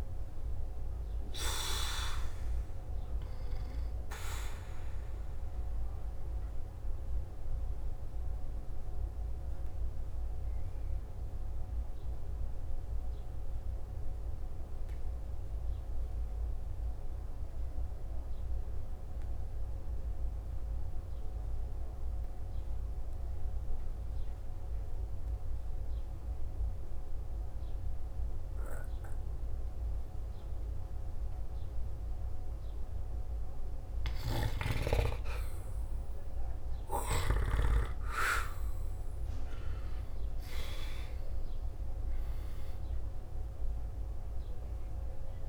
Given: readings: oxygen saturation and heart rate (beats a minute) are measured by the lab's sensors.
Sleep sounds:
breathing in sleep by a room microphone; 1
0.00-20.00 s: oxygen desaturation (device-marked, oxygen 87% lowest, heart rate 54 extreme)
6.50-33.50 s: obstructive apnea (oxygen 98% before, 84% lowest, heart rate 59 before, 54 extreme, up 3 after)
36.00-40.00 s: arousal
37.00-45.49 s: oxygen desaturation (device-marked, oxygen 98% before, 84% lowest, heart rate 58 before, 55 extreme)
From the record:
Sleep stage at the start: N2 (light sleep); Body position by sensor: on the back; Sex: male

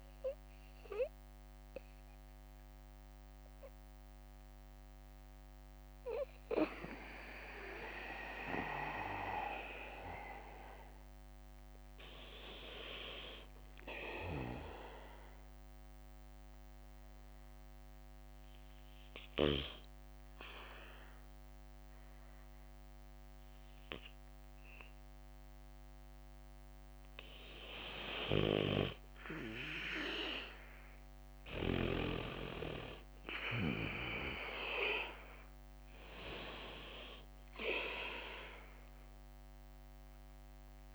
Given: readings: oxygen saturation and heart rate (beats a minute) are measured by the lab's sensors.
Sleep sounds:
breathing in sleep by a microphone on the trachea; 1
0.00-9.50 s: drop in pulse transit time (device-marked, heart rate 60 extreme)
0.00-23.50 s: oxygen desaturation (device-marked, oxygen 84% lowest, heart rate 58 extreme)
4.50-24.00 s: hypopnea (oxygen 96% before, 84% lowest, heart rate 62 before, 58 extreme)
23.50-28.50 s: bradycardia (device-marked, heart rate 60 before, 58 extreme)
32.50-36.50 s: arousal
37.50-40.95 s: oxygen desaturation (device-marked, oxygen 98% before, 91% lowest, heart rate 62 before, 48 extreme)
From the record:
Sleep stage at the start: N2 (light sleep); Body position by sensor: on the right side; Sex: male

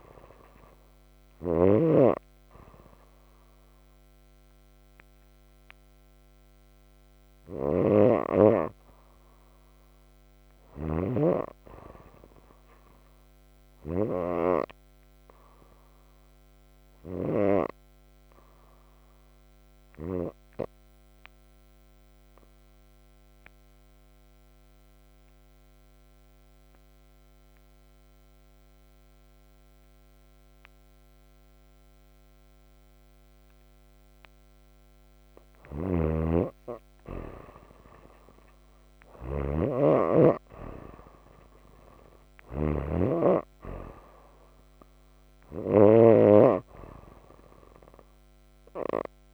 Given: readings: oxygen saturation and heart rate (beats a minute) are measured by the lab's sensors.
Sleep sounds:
breathing in sleep by a microphone on the trachea; 1
0.00-1.50 s: snoring (device-marked)
7.50-17.00 s: snoring (device-marked)
19.00-35.00 s: obstructive apnea (oxygen 96% before, 91% lowest, heart rate 37 before, 36 extreme, up 19 after)
35.50-46.00 s: snoring (device-marked)
37.00-41.50 s: arousal
From the record:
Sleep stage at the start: N2 (light sleep); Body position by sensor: on the right side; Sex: female

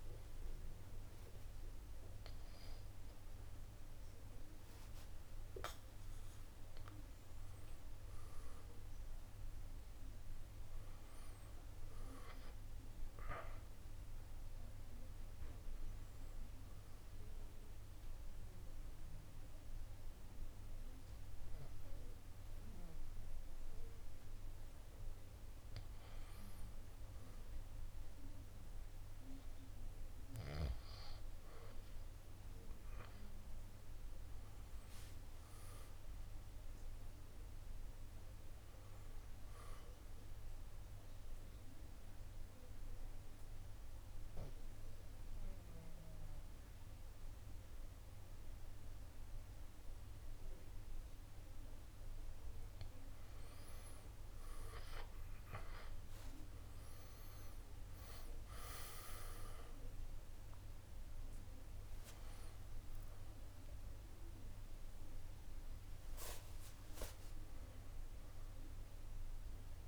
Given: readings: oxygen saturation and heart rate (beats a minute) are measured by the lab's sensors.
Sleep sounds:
breathing in sleep by a room microphone; 2
4.00-69.88 s: new sleep stage, N2 (light sleep)
7.50-12.50 s: arousal
17.50-27.50 s: obstructive apnea (oxygen 94% before, 88% lowest, heart rate 71 before, 64 extreme, up 7 after)
34.50-39.50 s: arousal
37.00-43.00 s: oxygen desaturation (device-marked, oxygen 95% before, 91% lowest, heart rate 71 before, 64 extreme)
41.00-53.50 s: obstructive apnea (oxygen 95% before, 88% lowest, heart rate 72 before, 64 extreme, up 13 after)
56.50-61.00 s: arousal
59.00-69.88 s: drop in pulse transit time (device-marked, heart rate 69 before, 76 extreme)
62.00-69.88 s: oxygen desaturation (device-marked, oxygen 95% before, 88% lowest, heart rate 69 before, 64 extreme)
From the record:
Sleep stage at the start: N1 (lightest sleep); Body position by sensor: on the back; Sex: male

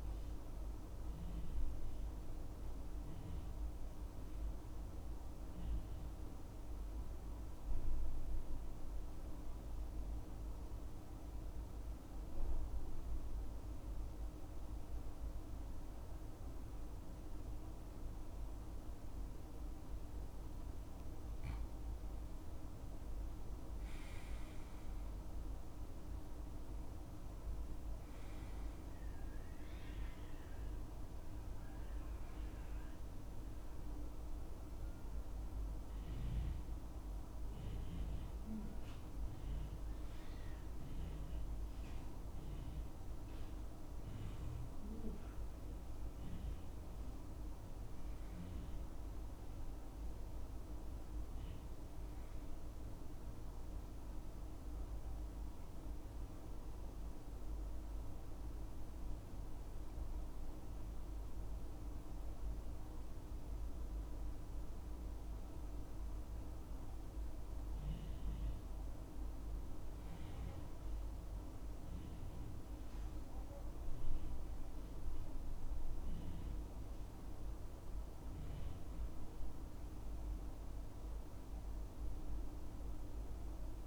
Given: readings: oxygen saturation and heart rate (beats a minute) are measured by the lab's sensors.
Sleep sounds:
breathing in sleep, hard to hear, by a room microphone; 2
0.00-11.00 s: oxygen desaturation (device-marked, oxygen 93% lowest, heart rate 65 extreme)
4.00-21.50 s: mixed apnea (oxygen 97% before, 89% lowest, heart rate 69 before, 66 extreme, up 5 after)
23.50-27.00 s: arousal
24.00-54.00 s: new sleep stage, N1 (lightest sleep)
26.00-54.00 s: oxygen desaturation (device-marked, oxygen 97% before, 89% lowest, heart rate 69 before, 67 extreme)
54.00-83.87 s: new sleep stage, N2 (light sleep)
56.50-67.50 s: central apnea (oxygen 98% before, 93% lowest, heart rate 71 before, 64 extreme, up 5 after)
69.50-73.00 s: arousal
75.00-83.87 s: oxygen desaturation (device-marked, oxygen 99% before, 96% lowest, heart rate 70 before, 62 extreme)
From the record:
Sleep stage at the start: N2 (light sleep); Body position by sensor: on the back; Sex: male

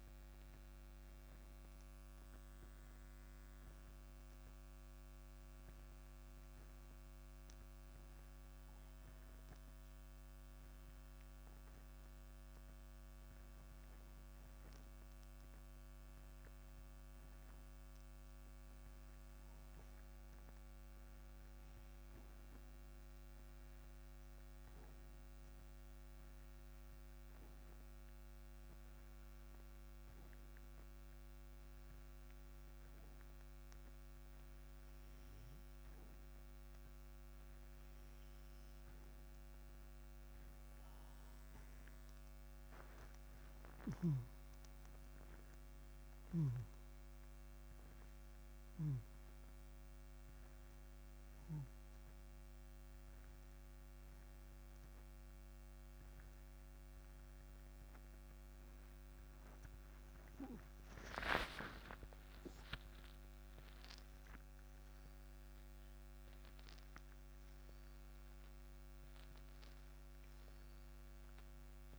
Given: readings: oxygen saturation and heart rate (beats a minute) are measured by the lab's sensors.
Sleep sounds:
breathing in sleep, hard to hear, by a microphone on the trachea; 1
0.00-16.00 s: oxygen desaturation (device-marked, oxygen 89% lowest, heart rate 59 extreme)
15.50-19.50 s: arousal
23.00-39.00 s: obstructive apnea (oxygen 97% before, 89% lowest, heart rate 136 before, 57 extreme, up 51 after)
39.50-42.50 s: arousal
47.00-71.99 s: oxygen desaturation (device-marked, oxygen 95% before, 89% lowest, heart rate 95 before, 77 extreme)
62.50-67.00 s: arousal
From the record:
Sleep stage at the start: N2 (light sleep); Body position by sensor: on the right side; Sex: male

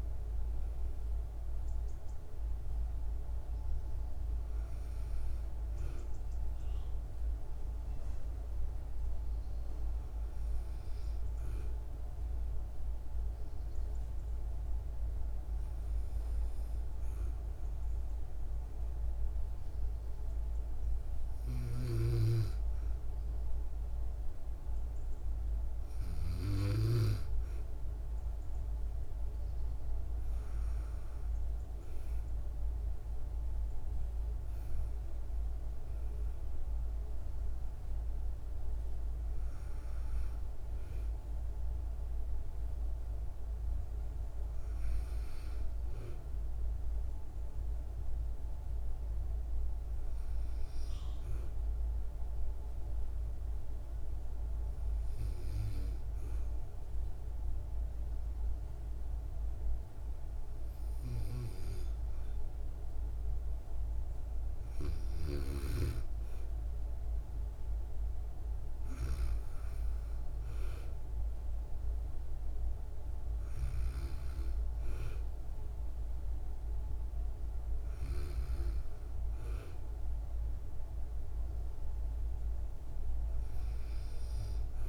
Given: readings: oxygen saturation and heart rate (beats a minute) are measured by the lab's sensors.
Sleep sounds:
breathing in sleep by a room microphone; 2
11.50-23.50 s: hypopnea (oxygen 97% before, 94% lowest, heart rate 59 before, 54 extreme, up 5 after)
21.00-26.50 s: snoring (device-marked)
28.00-33.00 s: arousal
49.50-62.00 s: hypopnea (oxygen 97% before, 94% lowest, heart rate 58 before, 55 extreme, up 9 after)
64.50-68.00 s: arousal
From the record:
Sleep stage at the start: N2 (light sleep); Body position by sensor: on the back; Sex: female

